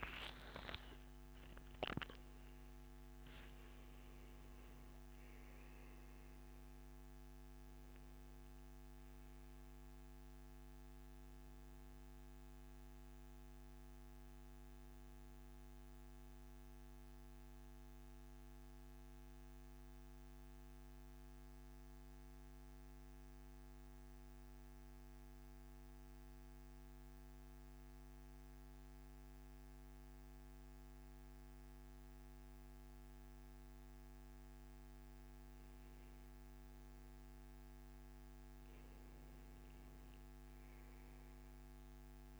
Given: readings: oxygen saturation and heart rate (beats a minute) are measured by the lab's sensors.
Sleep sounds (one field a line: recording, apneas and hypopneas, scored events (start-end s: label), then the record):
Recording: breathing in sleep, hard to hear, by a microphone on the trachea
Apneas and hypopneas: 1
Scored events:
0.00-4.50 s: arousal
0.50-14.50 s: oxygen desaturation (device-marked, oxygen 97% before, 93% lowest, heart rate 118 before, 79 extreme)
19.50-35.50 s: hypopnea (oxygen 97% before, 94% lowest, heart rate 142 before, 79 extreme, up 37 after)
36.50-38.50 s: long interval between heartbeats (device-marked, heart rate 119 before, 115 extreme)
38.00-41.50 s: arousal
From the record:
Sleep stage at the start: N2 (light sleep)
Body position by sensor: on the back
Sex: male